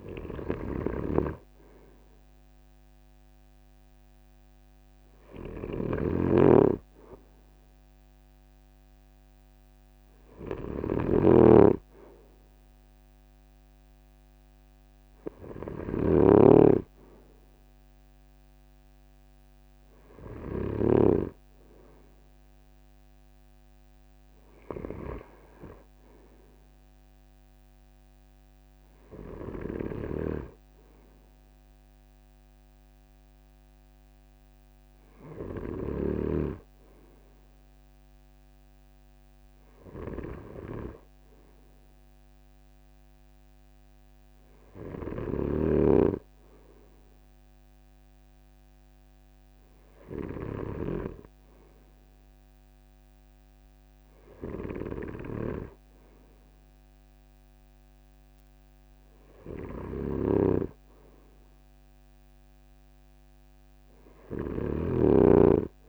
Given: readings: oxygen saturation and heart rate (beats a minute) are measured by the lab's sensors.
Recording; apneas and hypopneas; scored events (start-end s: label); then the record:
breathing in sleep by a microphone on the trachea; none
0.00-21.00 s: snoring (device-marked)
29.50-36.00 s: snoring (device-marked)
59.50-65.89 s: snoring (device-marked)
From the record:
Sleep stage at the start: N2 (light sleep); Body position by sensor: on the front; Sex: male